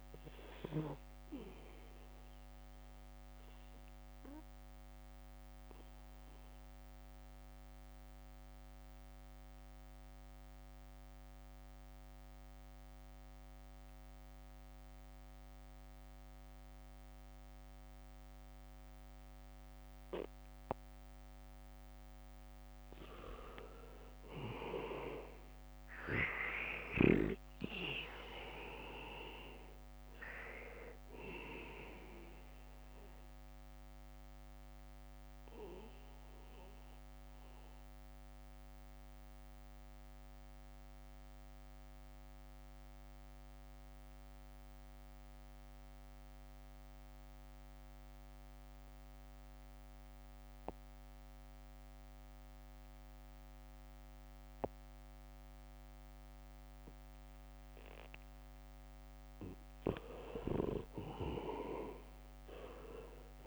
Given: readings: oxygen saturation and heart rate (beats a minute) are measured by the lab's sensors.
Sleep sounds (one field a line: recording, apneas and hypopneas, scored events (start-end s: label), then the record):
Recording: breathing in sleep by a microphone on the trachea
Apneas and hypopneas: 2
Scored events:
0.00-6.50 s: leg movement (device-marked)
0.00-17.00 s: oxygen desaturation (device-marked, oxygen 80% lowest, heart rate 65 extreme)
2.00-23.50 s: mixed apnea (oxygen 99% before, 80% lowest, heart rate 69 before, 67 extreme, up 1 after)
19.00-54.00 s: oxygen desaturation (device-marked, oxygen 99% before, 82% lowest, heart rate 74 before, 67 extreme)
25.00-29.50 s: arousal
35.00-59.00 s: mixed apnea (oxygen 99% before, 77% lowest, heart rate 71 before, 68 extreme, up 2 after)
60.50-63.47 s: arousal
From the record:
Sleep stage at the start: N2 (light sleep)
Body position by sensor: on the back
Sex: male